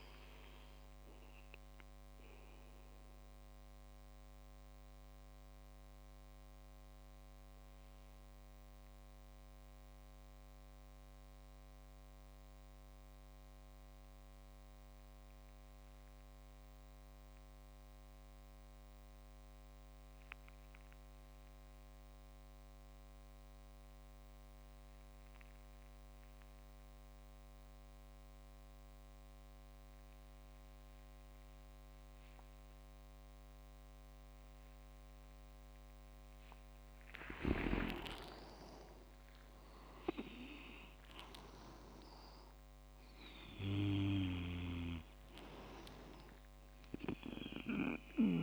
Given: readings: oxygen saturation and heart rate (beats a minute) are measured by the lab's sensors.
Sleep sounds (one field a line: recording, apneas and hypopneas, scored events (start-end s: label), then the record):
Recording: breathing in sleep by a microphone on the trachea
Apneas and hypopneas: 1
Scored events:
1.00-36.00 s: mixed apnea (oxygen 98% before, 93% lowest, heart rate 55 before, 45 extreme, up 24 after)
31.50-48.43 s: oxygen desaturation (device-marked, oxygen 99% before, 94% lowest, heart rate 67 before, 45 extreme)
37.00-39.00 s: leg movement (device-marked)
38.00-43.00 s: arousal
From the record:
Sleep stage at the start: N2 (light sleep)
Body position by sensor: on the back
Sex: male